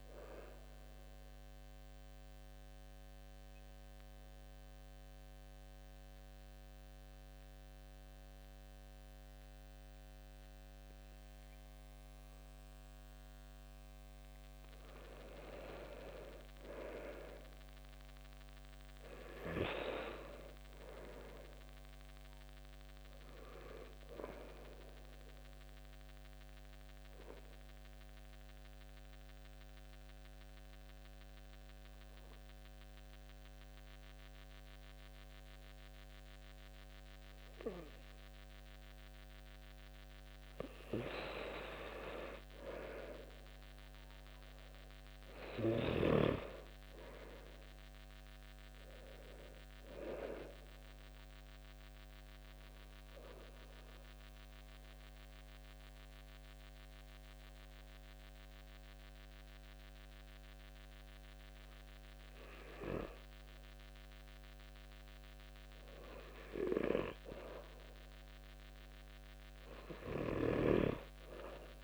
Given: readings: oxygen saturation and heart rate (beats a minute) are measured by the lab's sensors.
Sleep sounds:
breathing in sleep by a microphone on the trachea; 3
0.50-13.50 s: obstructive apnea (oxygen 96% before, 91% lowest, heart rate 72 before, 66 extreme, up 1 after)
11.50-24.50 s: oxygen desaturation (device-marked, oxygen 95% before, 91% lowest, heart rate 71 before, 66 extreme)
15.00-19.50 s: arousal
25.50-40.50 s: obstructive apnea (oxygen 95% before, 92% lowest, heart rate 71 before, 63 extreme, up 2 after)
41.50-47.50 s: oxygen desaturation (device-marked, oxygen 95% before, 92% lowest, heart rate 70 before, 63 extreme)
43.00-46.50 s: arousal
52.50-63.50 s: obstructive apnea (oxygen 95% before, 89% lowest, heart rate 69 before, 64 extreme, up 10 after)
65.50-69.00 s: arousal
70.50-71.84 s: oxygen desaturation (device-marked, oxygen 95% before, 92% lowest, heart rate 68 before, 66 extreme)
From the record:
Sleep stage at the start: N2 (light sleep); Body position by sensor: on the back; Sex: male

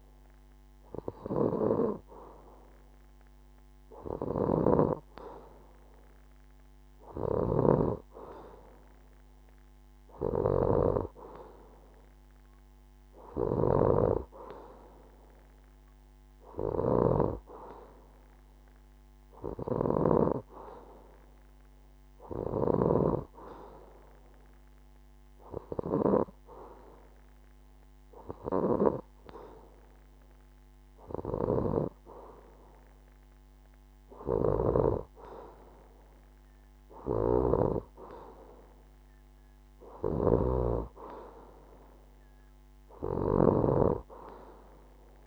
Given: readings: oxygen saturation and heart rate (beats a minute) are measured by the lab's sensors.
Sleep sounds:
breathing in sleep by a microphone on the trachea; none
none scored
From the record:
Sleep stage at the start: N2 (light sleep); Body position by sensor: on the left side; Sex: female

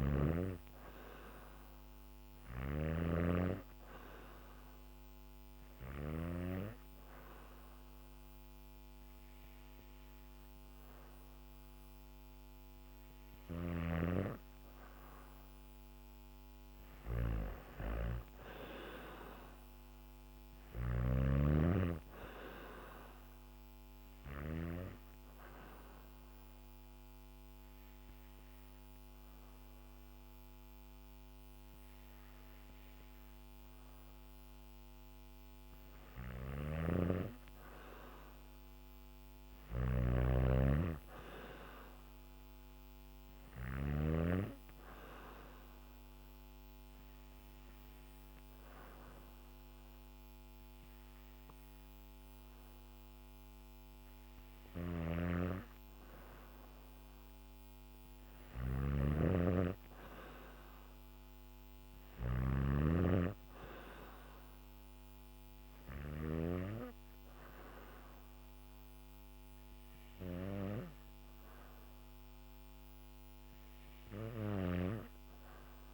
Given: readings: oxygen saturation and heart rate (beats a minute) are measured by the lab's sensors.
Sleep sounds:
breathing in sleep by a microphone on the trachea; 1
0.00-5.50 s: snoring (device-marked)
12.50-24.00 s: snoring (device-marked)
24.50-35.00 s: hypopnea (oxygen 95% before, 93% lowest, heart rate 69 before, 65 extreme, up 1 after)
35.50-43.50 s: snoring (device-marked)
37.00-40.00 s: arousal
43.50-56.50 s: oxygen desaturation (device-marked, oxygen 96% before, 93% lowest, heart rate 67 before, 65 extreme)
54.00-65.50 s: snoring (device-marked)
73.50-75.94 s: snoring (device-marked)
From the record:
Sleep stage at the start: N2 (light sleep); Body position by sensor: on the back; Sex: female

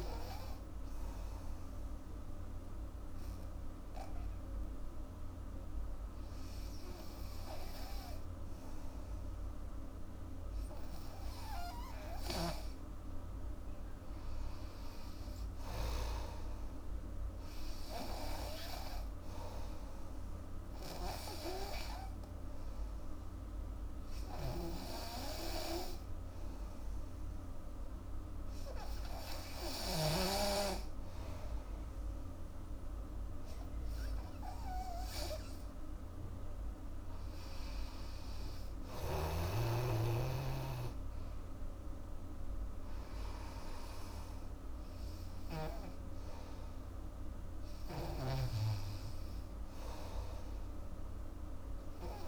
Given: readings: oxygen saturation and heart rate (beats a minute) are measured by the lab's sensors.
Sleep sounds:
breathing in sleep by a room microphone; 2
0.00-12.00 s: oxygen desaturation (device-marked, oxygen 91% lowest, heart rate 75 extreme)
0.50-11.50 s: obstructive apnea (oxygen 99% before, 91% lowest, heart rate 83 before, 75 extreme, up 5 after)
14.00-17.50 s: arousal
20.50-35.00 s: obstructive apnea (oxygen 98% before, 92% lowest, heart rate 78 before, 78 extreme, up 2 after)
36.50-40.00 s: arousal
From the record:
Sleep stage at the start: N2 (light sleep); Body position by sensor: on the back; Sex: female

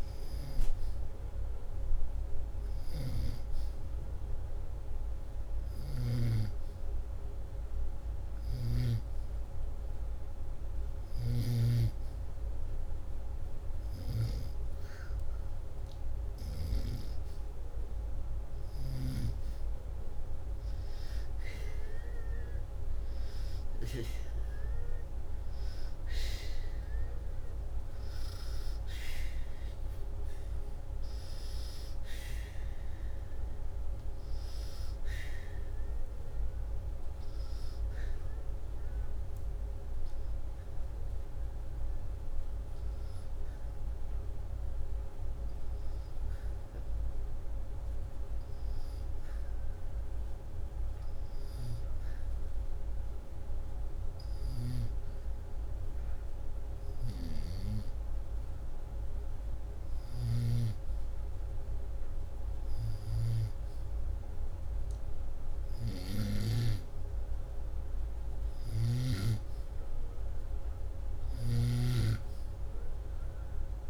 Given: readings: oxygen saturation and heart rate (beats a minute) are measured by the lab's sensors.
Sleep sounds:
breathing in sleep by a room microphone; 1
0.00-1.00 s: oxygen desaturation (device-marked, oxygen 93% lowest, heart rate 77 extreme)
35.50-51.50 s: hypopnea (oxygen 95% before, 94% lowest, heart rate 85 before, 74 extreme, up 1 after)
52.00-55.00 s: arousal
From the record:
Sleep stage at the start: N2 (light sleep); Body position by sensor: upright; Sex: male

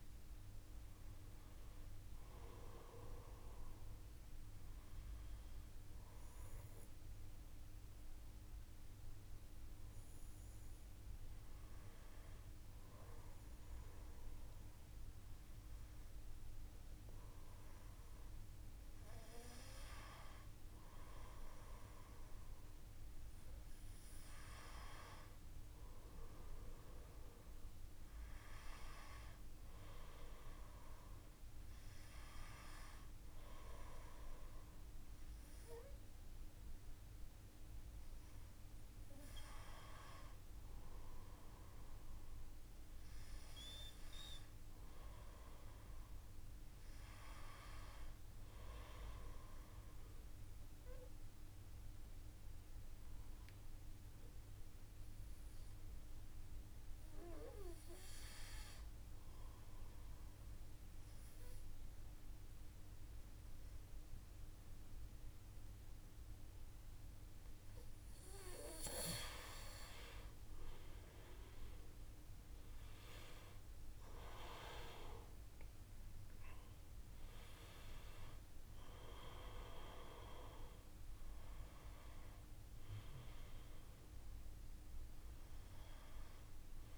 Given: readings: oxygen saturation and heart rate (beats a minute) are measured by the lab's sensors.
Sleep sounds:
breathing in sleep by a room microphone; 2
5.50-19.00 s: hypopnea (oxygen 95% before, 92% lowest, heart rate 59 before, 57 extreme, up 1 after)
25.00-28.50 s: arousal
50.50-66.00 s: hypopnea (oxygen 96% before, 90% lowest, heart rate 58 before, 55 extreme, up 4 after)
69.00-74.00 s: arousal
73.00-86.98 s: oxygen desaturation (device-marked, oxygen 94% before, 90% lowest, heart rate 57 before, 56 extreme)
From the record:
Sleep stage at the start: N2 (light sleep); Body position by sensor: on the back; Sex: male

